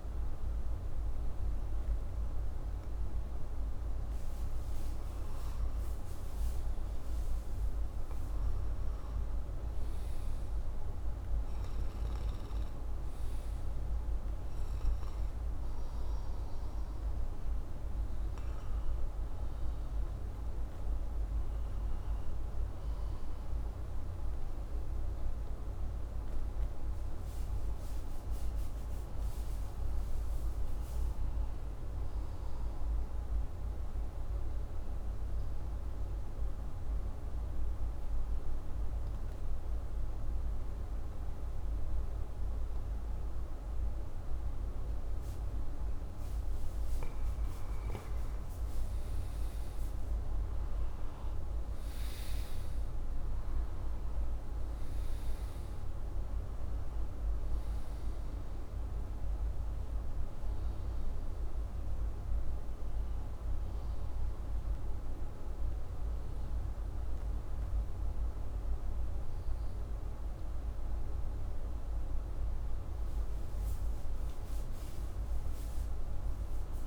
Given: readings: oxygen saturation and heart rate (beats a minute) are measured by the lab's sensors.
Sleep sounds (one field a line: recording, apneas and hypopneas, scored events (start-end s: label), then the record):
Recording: breathing in sleep, hard to hear, by a room microphone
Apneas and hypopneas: 1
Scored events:
13.00-29.00 s: oxygen desaturation (device-marked, oxygen 98% before, 92% lowest, heart rate 65 before, 63 extreme)
32.00-76.87 s: new sleep stage, N2 (light sleep)
36.00-47.00 s: obstructive apnea (oxygen 98% before, 88% lowest, heart rate 67 before, 63 extreme, up 5 after)
47.00-76.87 s: oxygen desaturation (device-marked, oxygen 96% before, 88% lowest, heart rate 66 before, 61 extreme)
48.50-52.50 s: arousal
From the record:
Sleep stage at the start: N1 (lightest sleep)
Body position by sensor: upright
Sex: male